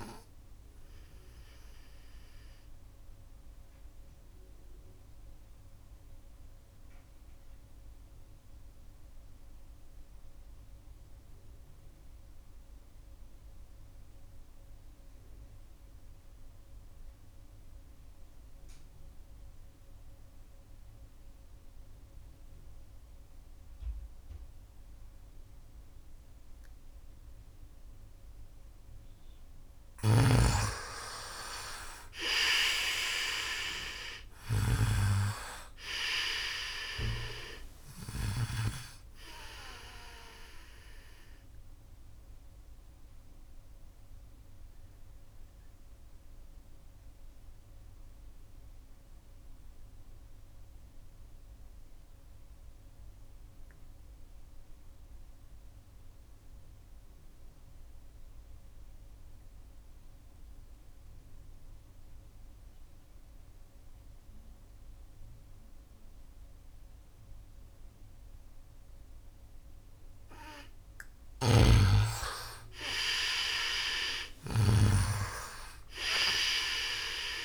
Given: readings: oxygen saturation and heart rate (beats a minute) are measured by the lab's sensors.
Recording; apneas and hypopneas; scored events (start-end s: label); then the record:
breathing in sleep by a room microphone; 2
0.00-14.00 s: oxygen desaturation (device-marked, oxygen 84% lowest, heart rate 67 extreme)
2.50-28.50 s: obstructive apnea (oxygen 99% before, 84% lowest, heart rate 76 before, 67 extreme, up 11 after)
29.50-38.00 s: snoring (device-marked)
30.00-59.00 s: oxygen desaturation (device-marked, oxygen 98% before, 85% lowest, heart rate 73 before, 70 extreme)
31.00-35.00 s: arousal
42.50-69.50 s: obstructive apnea (oxygen 98% before, 85% lowest, heart rate 75 before, 70 extreme, up 5 after)
70.50-77.45 s: snoring (device-marked)
71.00-74.50 s: arousal
73.00-77.45 s: oxygen desaturation (device-marked, oxygen 98% before, 87% lowest, heart rate 74 before, 67 extreme)
From the record:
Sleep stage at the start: N2 (light sleep); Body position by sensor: on the right side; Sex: male